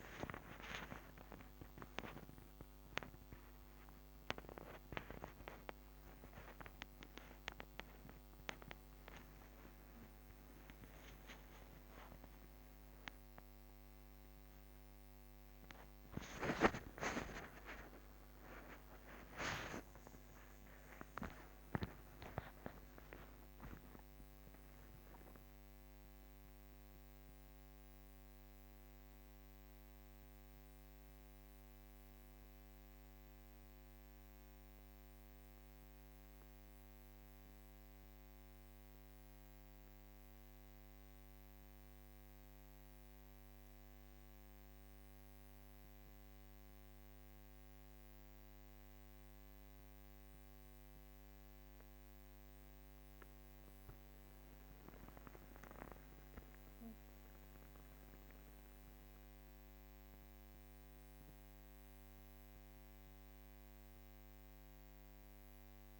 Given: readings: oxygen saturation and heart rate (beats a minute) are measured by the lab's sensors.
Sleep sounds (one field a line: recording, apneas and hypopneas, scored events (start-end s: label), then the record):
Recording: a person partly awake in a sleep study, by a microphone on the trachea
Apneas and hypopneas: none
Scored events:
30.00-65.99 s: new sleep stage, N1 (lightest sleep)
From the record:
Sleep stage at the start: awake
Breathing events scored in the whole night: 119 in 5.0 hours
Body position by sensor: on the back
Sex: female